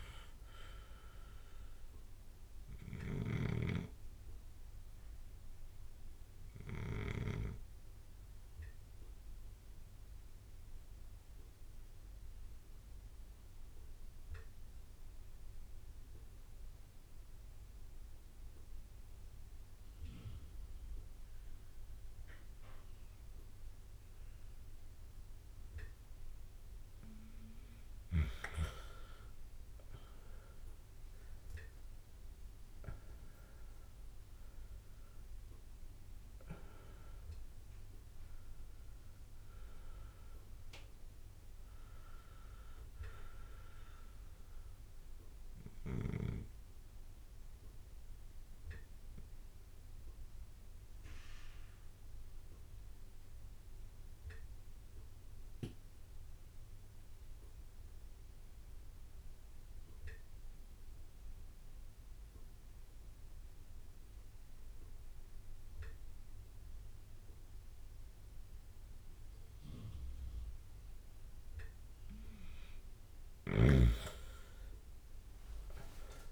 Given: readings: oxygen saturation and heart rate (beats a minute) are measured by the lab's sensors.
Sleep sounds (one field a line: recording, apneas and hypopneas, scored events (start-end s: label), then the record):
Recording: breathing in sleep by a room microphone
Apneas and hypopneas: 2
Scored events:
0.00-15.00 s: oxygen desaturation (device-marked, oxygen 93% lowest, heart rate 51 extreme)
3.00-26.50 s: obstructive apnea (oxygen 98% before, 91% lowest, heart rate 57 before, 51 extreme, up 30 after)
4.00-6.00 s: long interval between heartbeats (device-marked, heart rate 58 before, 72 extreme)
11.00-13.00 s: long interval between heartbeats (device-marked, heart rate 67 before, 60 extreme)
14.00-19.00 s: bradycardia (device-marked, heart rate 43 before, 53 extreme)
25.50-27.50 s: long interval between heartbeats (device-marked, heart rate 61 before, 70 extreme)
27.50-31.50 s: arousal
28.00-30.00 s: long interval between heartbeats (device-marked, heart rate 61 before, 70 extreme)
30.00-55.00 s: oxygen desaturation (device-marked, oxygen 98% before, 91% lowest, heart rate 61 before, 58 extreme)
31.00-33.00 s: long interval between heartbeats (device-marked, heart rate 62 before, 76 extreme)
31.00-41.00 s: drop in pulse transit time (device-marked, heart rate 62 before, 62 extreme)
36.50-38.50 s: long interval between heartbeats (device-marked, heart rate 65 before, 63 extreme)
40.00-42.00 s: long interval between heartbeats (device-marked, heart rate 67 before, 70 extreme)
46.00-48.00 s: long interval between heartbeats (device-marked, heart rate 69 before, 58 extreme)
46.50-71.00 s: obstructive apnea (oxygen 99% before, 91% lowest, heart rate 69 before, 49 extreme, up 16 after)
49.50-51.50 s: long interval between heartbeats (device-marked, heart rate 68 before, 66 extreme)
58.50-60.50 s: long interval between heartbeats (device-marked, heart rate 66 before, 61 extreme)
64.00-66.00 s: long interval between heartbeats (device-marked, heart rate 64 before, 64 extreme)
66.50-68.50 s: long interval between heartbeats (device-marked, heart rate 65 before, 70 extreme)
72.50-74.50 s: long interval between heartbeats (device-marked, heart rate 66 before, 69 extreme)
73.00-76.32 s: oxygen desaturation (device-marked, oxygen 98% before, 91% lowest, heart rate 66 before, 46 extreme)
73.50-76.32 s: arousal
From the record:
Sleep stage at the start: N2 (light sleep)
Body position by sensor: on the left side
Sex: male